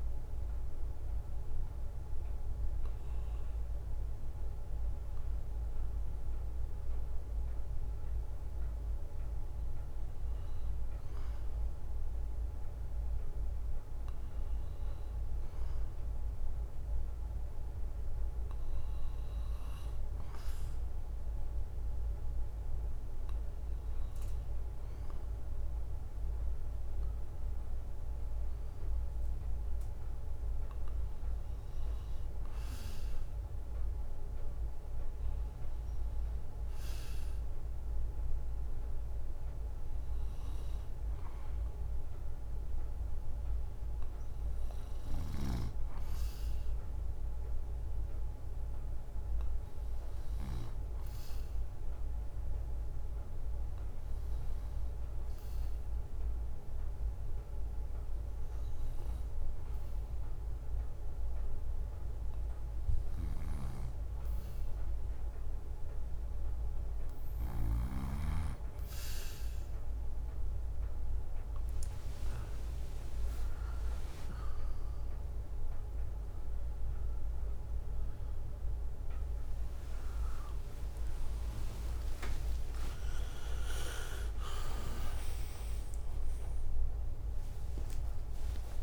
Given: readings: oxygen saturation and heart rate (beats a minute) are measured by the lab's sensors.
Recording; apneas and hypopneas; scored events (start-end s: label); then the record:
breathing in sleep, hard to hear, by a room microphone; none
62.50-67.50 s: snoring (device-marked)
76.50-88.83 s: drop in pulse transit time (device-marked, heart rate 71 before, 68 extreme)
79.50-88.83 s: new sleep stage, awake
From the record:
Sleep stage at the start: N2 (light sleep); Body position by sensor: on the right side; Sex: male